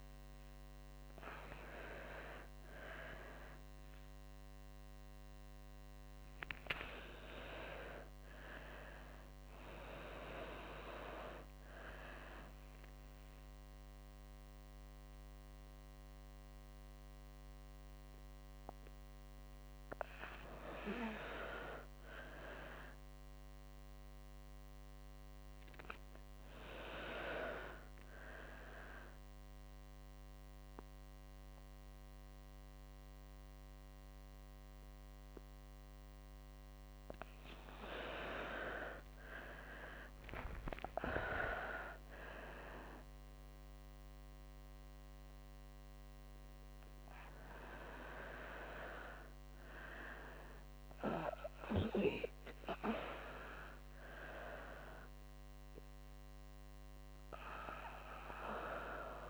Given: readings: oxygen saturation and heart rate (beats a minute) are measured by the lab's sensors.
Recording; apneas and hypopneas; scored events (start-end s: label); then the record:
a person awake in a sleep study, by a microphone on the trachea; none
none scored
From the record:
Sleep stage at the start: awake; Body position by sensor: on the right side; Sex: female